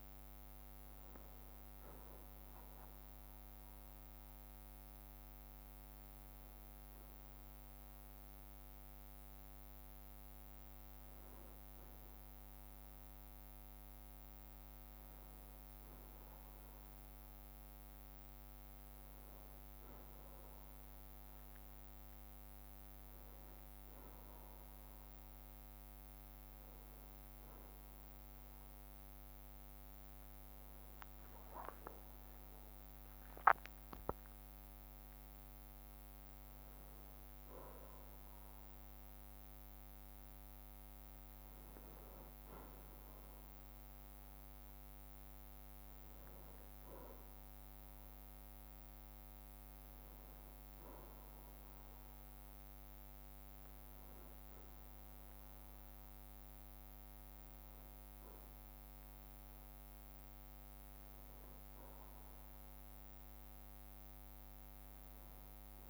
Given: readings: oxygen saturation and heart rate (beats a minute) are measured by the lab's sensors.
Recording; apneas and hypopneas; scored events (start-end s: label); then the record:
a person awake in a sleep study, hard to hear, by a microphone on the trachea; none
none scored
From the record:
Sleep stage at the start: awake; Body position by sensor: on the back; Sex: male